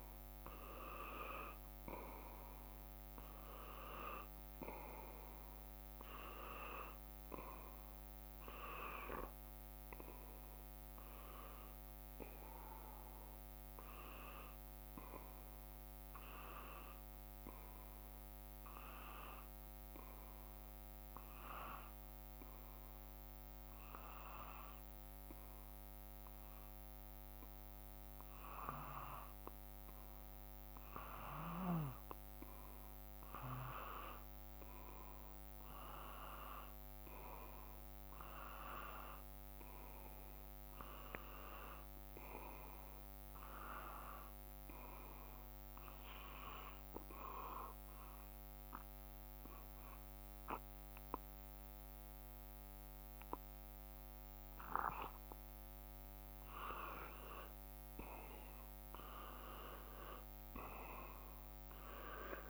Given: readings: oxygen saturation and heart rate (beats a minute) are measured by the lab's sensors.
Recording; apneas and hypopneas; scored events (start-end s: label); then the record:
breathing in sleep by a microphone on the trachea; 2
0.00-3.00 s: arousal
0.00-17.00 s: oxygen desaturation (device-marked, oxygen 97% before, 90% lowest, heart rate 55 before, 54 extreme)
20.50-31.50 s: obstructive apnea (oxygen 97% before, 91% lowest, heart rate 56 before, 54 extreme, up 3 after)
35.50-39.00 s: arousal
46.00-57.00 s: obstructive apnea (oxygen 95% before, 91% lowest, heart rate 56 before, 53 extreme, up 3 after)
60.50-62.50 s: arousal
From the record:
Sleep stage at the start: N2 (light sleep); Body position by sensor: on the back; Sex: male